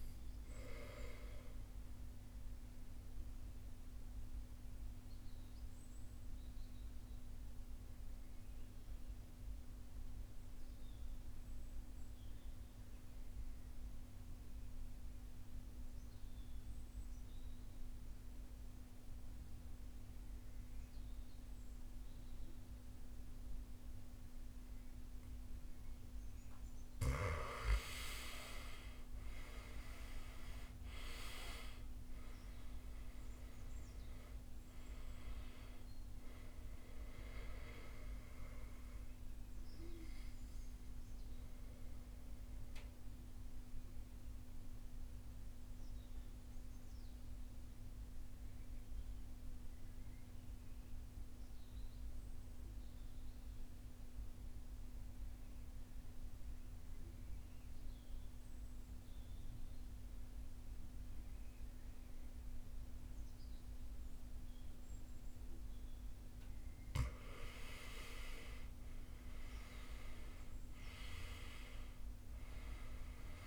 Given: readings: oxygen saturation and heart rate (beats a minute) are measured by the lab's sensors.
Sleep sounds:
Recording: breathing in sleep by a room microphone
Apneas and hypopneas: 2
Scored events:
0.00-13.50 s: oxygen desaturation (device-marked, oxygen 88% lowest, heart rate 54 extreme)
1.00-24.50 s: mixed apnea (oxygen 99% before, 81% lowest, heart rate 55 before, 49 extreme, up 12 after)
22.50-58.50 s: oxygen desaturation (device-marked, oxygen 98% before, 81% lowest, heart rate 56 before, 49 extreme)
28.50-34.00 s: arousal
40.00-65.00 s: mixed apnea (oxygen 98% before, 81% lowest, heart rate 63 before, 50 extreme, up 13 after)
66.50-70.00 s: arousal
67.50-73.47 s: oxygen desaturation (device-marked, oxygen 99% before, 86% lowest, heart rate 54 before, 50 extreme)
From the record:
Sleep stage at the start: N2 (light sleep)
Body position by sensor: on the right side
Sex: male

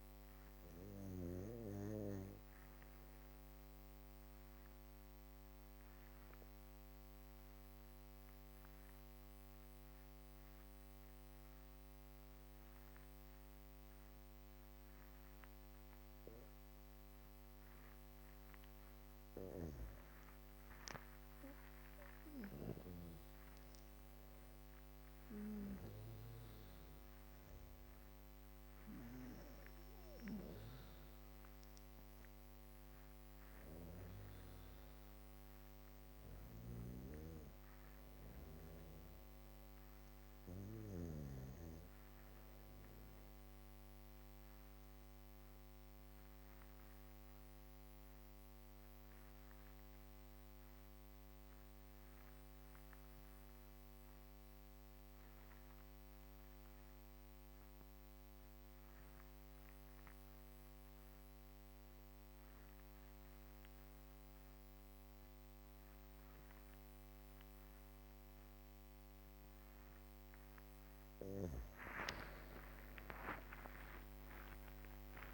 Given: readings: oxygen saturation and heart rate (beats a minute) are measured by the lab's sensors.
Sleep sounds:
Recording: breathing in sleep by a microphone on the trachea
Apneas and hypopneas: 2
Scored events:
1.00-20.50 s: obstructive apnea (oxygen 99% before, 93% lowest, heart rate 67 before, 61 extreme, up 4 after)
5.50-16.50 s: drop in pulse transit time (device-marked, heart rate 64 before, 59 extreme)
21.50-25.00 s: arousal
25.50-39.50 s: oxygen desaturation (device-marked, oxygen 98% before, 94% lowest, heart rate 72 before, 64 extreme)
42.50-70.00 s: obstructive apnea (oxygen 99% before, 93% lowest, heart rate 74 before, 56 extreme, up 14 after)
60.50-75.34 s: oxygen desaturation (device-marked, oxygen 98% before, 93% lowest, heart rate 68 before, 56 extreme)
71.00-75.00 s: arousal
From the record:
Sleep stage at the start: N2 (light sleep)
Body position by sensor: on the back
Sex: female

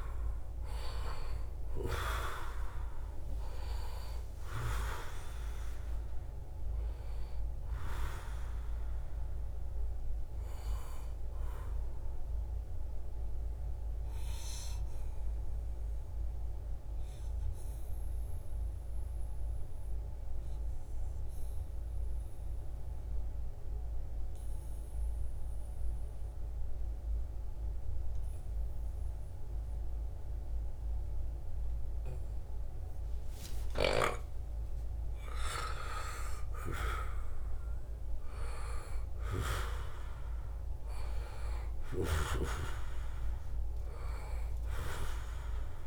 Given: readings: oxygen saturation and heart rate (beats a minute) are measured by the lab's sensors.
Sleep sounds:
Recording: breathing in sleep by a room microphone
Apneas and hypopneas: 1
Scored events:
0.00-21.50 s: oxygen desaturation (device-marked, oxygen 89% lowest, heart rate 71 extreme)
4.00-6.00 s: long interval between heartbeats (device-marked, heart rate 73 before, 89 extreme)
15.50-32.50 s: obstructive apnea (oxygen 96% before, 90% lowest, heart rate 82 before, 73 extreme, up 10 after)
33.00-35.00 s: long interval between heartbeats (device-marked, heart rate 76 before, 81 extreme)
33.50-37.00 s: arousal
39.50-45.87 s: oxygen desaturation (device-marked, oxygen 97% before, 93% lowest, heart rate 77 before, 69 extreme)
From the record:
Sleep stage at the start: N2 (light sleep)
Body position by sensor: on the back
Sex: male

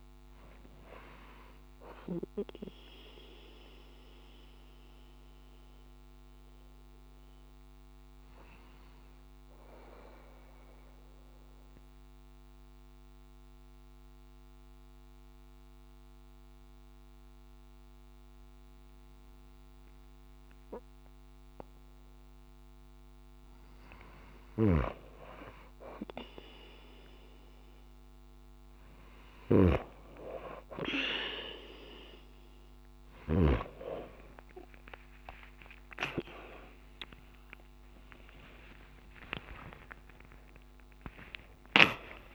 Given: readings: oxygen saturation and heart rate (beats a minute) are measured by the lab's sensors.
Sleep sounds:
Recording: a person awake in a sleep study, by a microphone on the trachea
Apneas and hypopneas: 1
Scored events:
3.00-5.00 s: long interval between heartbeats (device-marked)
4.00-21.00 s: obstructive apnea (oxygen 96% before, 92% lowest)
16.00-42.35 s: new sleep stage, awake
25.00-27.00 s: long interval between heartbeats (device-marked)
35.00-42.35 s: oxygen desaturation (device-marked, oxygen 96% before, 92% lowest)
35.50-37.50 s: long interval between heartbeats (device-marked)
From the record:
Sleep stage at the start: N2 (light sleep)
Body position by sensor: on the back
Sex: female

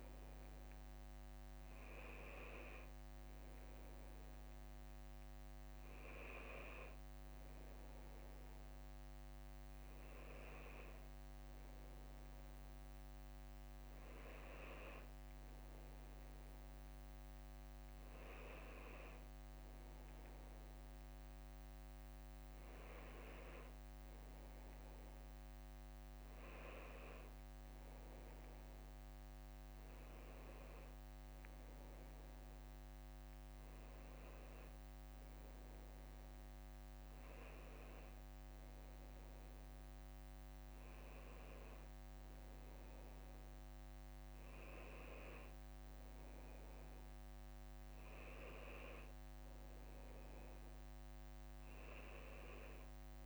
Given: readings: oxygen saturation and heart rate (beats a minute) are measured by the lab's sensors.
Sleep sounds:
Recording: breathing in sleep by a microphone on the trachea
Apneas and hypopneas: none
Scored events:
2.50-4.50 s: leg movement (device-marked)
5.00-7.00 s: long interval between heartbeats (device-marked, heart rate 67 before, 71 extreme)
6.00-12.50 s: leg movement (device-marked)
17.50-19.50 s: long interval between heartbeats (device-marked, heart rate 66 before, 71 extreme)
18.50-20.00 s: leg movement (device-marked)
22.50-24.50 s: long interval between heartbeats (device-marked, heart rate 68 before, 81 extreme)
26.50-33.00 s: leg movement (device-marked)
33.50-36.00 s: leg movement (device-marked)
36.00-38.00 s: long interval between heartbeats (device-marked, heart rate 73 before, 87 extreme)
36.50-38.50 s: tachycardia (device-marked, heart rate 65 before, 91 extreme)
39.50-41.50 s: long interval between heartbeats (device-marked, heart rate 78 before, 101 extreme)
40.50-42.50 s: tachycardia (device-marked, heart rate 66 before, 102 extreme)
41.00-43.50 s: leg movement (device-marked)
43.00-45.00 s: long interval between heartbeats (device-marked, heart rate 81 before, 99 extreme)
44.50-46.00 s: leg movement (device-marked)
48.50-50.50 s: leg movement (device-marked)
50.00-52.00 s: long interval between heartbeats (device-marked, heart rate 88 before, 75 extreme)
From the record:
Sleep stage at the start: N1 (lightest sleep)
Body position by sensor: on the back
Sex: male

